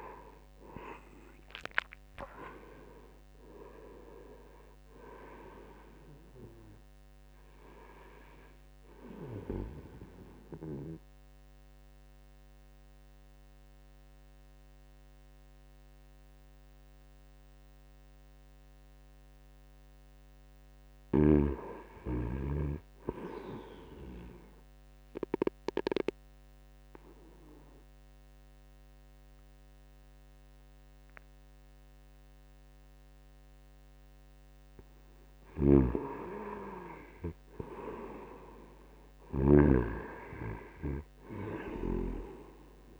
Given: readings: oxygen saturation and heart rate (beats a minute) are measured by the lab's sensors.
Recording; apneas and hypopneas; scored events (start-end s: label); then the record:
breathing in sleep by a microphone on the trachea; 1
0.00-1.00 s: arousal
0.00-17.00 s: oxygen desaturation (device-marked, oxygen 97% before, 91% lowest, heart rate 81 before, 76 extreme)
9.50-20.50 s: obstructive apnea (oxygen 97% before, 90% lowest, heart rate 84 before, 76 extreme, up 1 after)
23.00-26.50 s: arousal
31.00-39.00 s: oxygen desaturation (device-marked, oxygen 97% before, 92% lowest, heart rate 80 before, 77 extreme)
35.50-43.00 s: snoring (device-marked)
38.50-42.50 s: arousal
41.00-43.00 s: oxygen desaturation (device-marked, oxygen 95% before, 90% lowest, heart rate 78 before, 78 extreme)
From the record:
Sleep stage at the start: N2 (light sleep); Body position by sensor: on the back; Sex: male